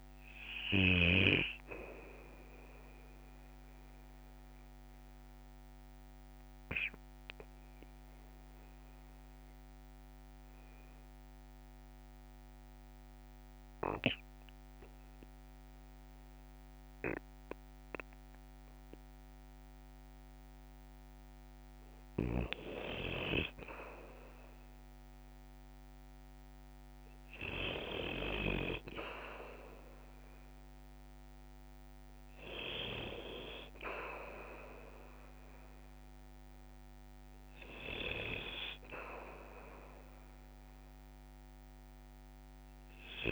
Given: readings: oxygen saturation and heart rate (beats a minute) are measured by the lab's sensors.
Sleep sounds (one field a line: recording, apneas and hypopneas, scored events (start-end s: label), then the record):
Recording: breathing in sleep by a microphone on the trachea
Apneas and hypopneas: 1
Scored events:
0.00-1.00 s: snoring (device-marked)
0.00-7.50 s: oxygen desaturation (device-marked, oxygen 95% lowest, heart rate 54 extreme)
3.00-20.00 s: obstructive apnea (oxygen 98% before, 93% lowest, heart rate 59 before, 54 extreme, up 6 after)
25.00-29.00 s: arousal
From the record:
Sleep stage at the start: N2 (light sleep)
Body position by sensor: on the back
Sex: male